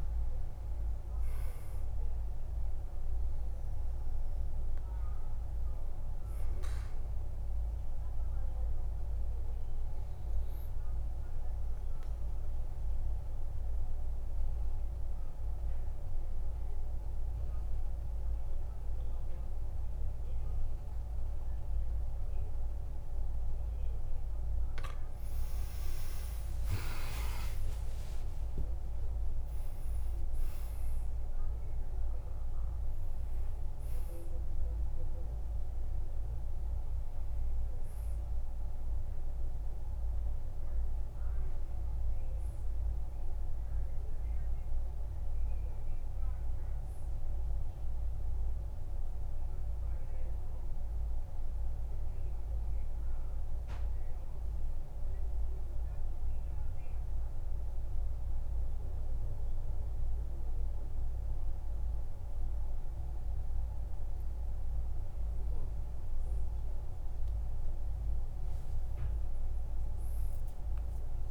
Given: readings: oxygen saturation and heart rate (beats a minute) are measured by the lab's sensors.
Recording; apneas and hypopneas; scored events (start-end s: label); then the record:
breathing in sleep, hard to hear, by a room microphone; 2
0.00-1.50 s: arousal
11.50-24.50 s: obstructive apnea (oxygen 96% before, 90% lowest, heart rate 62 before, 52 extreme, up 34 after)
26.00-30.50 s: arousal
27.00-29.00 s: long interval between heartbeats (device-marked, heart rate 61 before, 83 extreme)
30.00-56.00 s: oxygen desaturation (device-marked, oxygen 96% before, 90% lowest, heart rate 64 before, 52 extreme)
51.50-63.50 s: hypopnea (oxygen 96% before, 90% lowest, heart rate 62 before, 52 extreme, up 12 after)
66.50-71.00 s: arousal
From the record:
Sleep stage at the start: N2 (light sleep); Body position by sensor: on the back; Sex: male